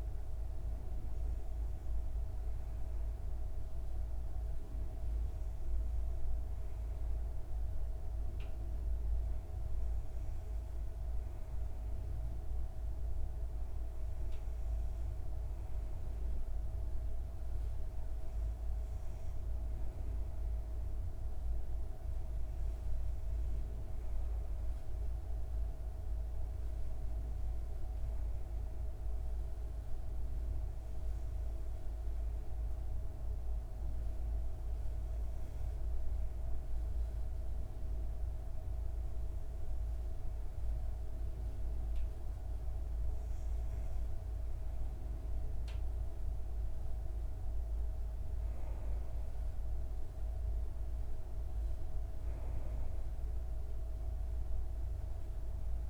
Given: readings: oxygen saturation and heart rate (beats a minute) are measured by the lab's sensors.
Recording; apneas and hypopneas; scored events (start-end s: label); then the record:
breathing in sleep, hard to hear, by a room microphone; 1
29.50-45.00 s: hypopnea (oxygen 95% before, 93% lowest)
46.50-49.50 s: arousal
From the record:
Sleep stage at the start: N2 (light sleep); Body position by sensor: on the back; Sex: female